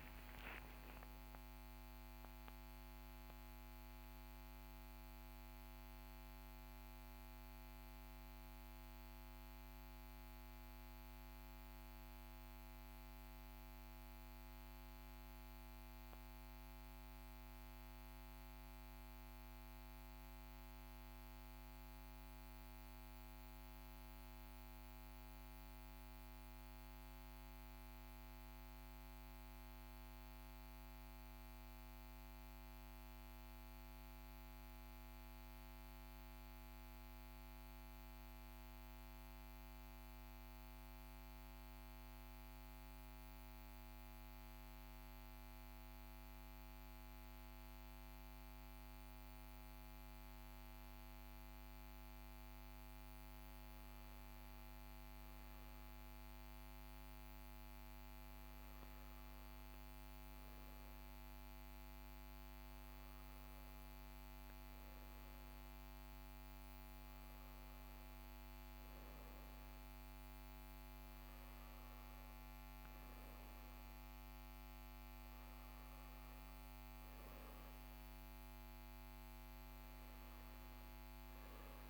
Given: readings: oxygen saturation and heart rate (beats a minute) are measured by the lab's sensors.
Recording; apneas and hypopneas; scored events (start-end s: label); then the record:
breathing in sleep, hard to hear, by a microphone on the trachea; 1
22.00-25.50 s: arousal
30.00-51.00 s: hypopnea (oxygen 97% before, 91% lowest, heart rate 45 before, 40 extreme, up 2 after)
45.00-68.00 s: oxygen desaturation (device-marked, oxygen 96% before, 92% lowest, heart rate 43 before, 40 extreme)
52.50-57.50 s: arousal
From the record:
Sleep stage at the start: N1 (lightest sleep); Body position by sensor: on the back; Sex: male